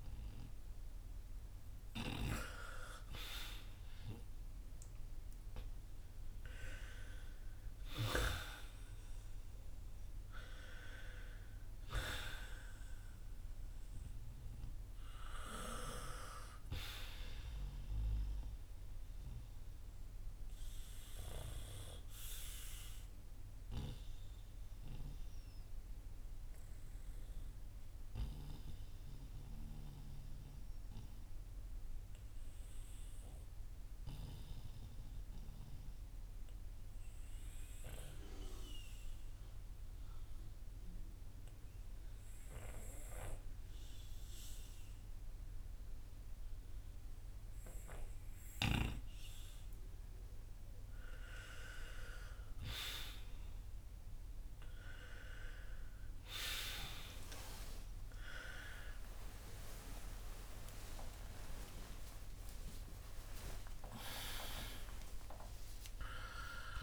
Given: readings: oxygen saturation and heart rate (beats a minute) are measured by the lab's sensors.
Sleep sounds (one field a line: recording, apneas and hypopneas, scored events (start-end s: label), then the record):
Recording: breathing in sleep by a room microphone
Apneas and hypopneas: 1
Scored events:
1.00-6.00 s: arousal
19.00-51.00 s: obstructive apnea (oxygen 95% before, 90% lowest, heart rate 60 before, 48 extreme, up 28 after)
29.50-41.50 s: oxygen desaturation (device-marked, oxygen 93% before, 90% lowest, heart rate 57 before, 52 extreme)
59.00-65.00 s: arousal
From the record:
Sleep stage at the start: N2 (light sleep)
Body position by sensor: on the back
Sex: male